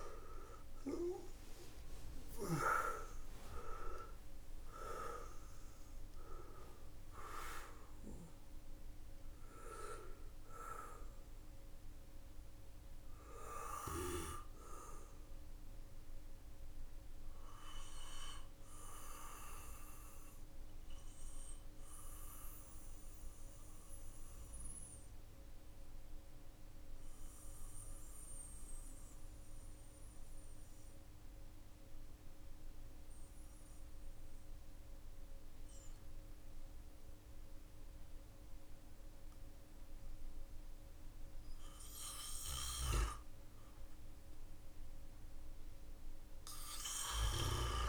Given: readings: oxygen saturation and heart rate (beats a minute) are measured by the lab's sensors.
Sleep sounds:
breathing in sleep by a room microphone; 1
0.00-2.00 s: snoring (device-marked)
0.00-31.00 s: oxygen desaturation (device-marked, oxygen 91% lowest, heart rate 46 extreme)
18.50-40.50 s: hypopnea (oxygen 96% before, 91% lowest, heart rate 62 before, 46 extreme, up 9 after)
43.50-47.89 s: arousal
From the record:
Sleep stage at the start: N2 (light sleep); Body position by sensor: on the back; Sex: male

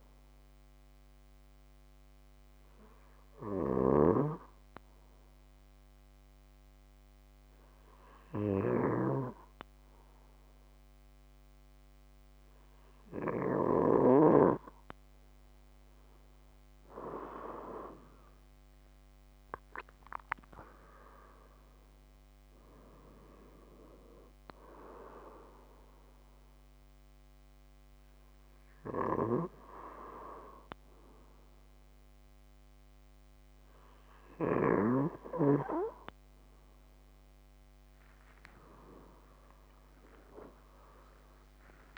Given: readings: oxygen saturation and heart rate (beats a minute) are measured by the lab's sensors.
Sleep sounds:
a person partly awake in a sleep study, by a microphone on the trachea; 1
2.00-16.50 s: hypopnea (oxygen 96% before, 93% lowest, heart rate 136 before, 57 extreme, up 46 after)
3.00-13.50 s: snoring (device-marked)
30.50-41.98 s: new sleep stage, awake
From the record:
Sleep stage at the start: N2 (light sleep); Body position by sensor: on the left side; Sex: male

